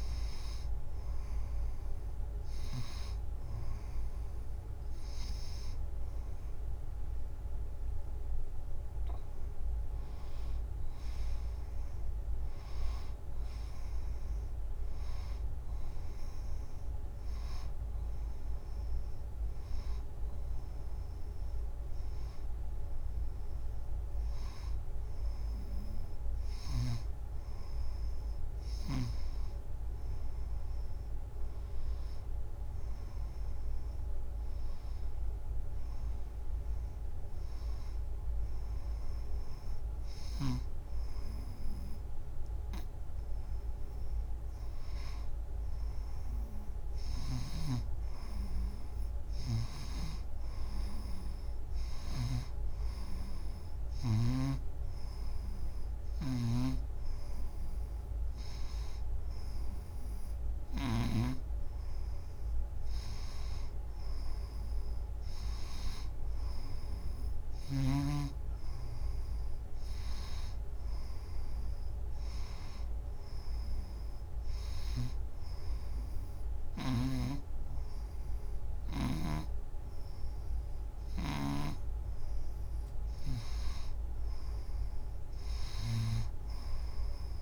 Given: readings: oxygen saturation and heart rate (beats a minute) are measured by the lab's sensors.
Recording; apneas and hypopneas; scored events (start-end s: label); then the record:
breathing in sleep by a room microphone; 2
0.50-10.50 s: hypopnea (oxygen 95% before, 91% lowest, heart rate 93 before, 89 extreme, up 7 after)
11.50-15.50 s: arousal
37.00-47.00 s: hypopnea (oxygen 95% before, 91% lowest, heart rate 95 before, 88 extreme, up 3 after)
49.00-53.00 s: arousal
52.00-61.00 s: snoring (device-marked)
53.50-64.50 s: oxygen desaturation (device-marked, oxygen 94% before, 91% lowest, heart rate 92 before, 90 extreme)
77.00-86.00 s: snoring (device-marked)
83.50-86.50 s: arousal
From the record:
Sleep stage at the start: N2 (light sleep); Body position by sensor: on the front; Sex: female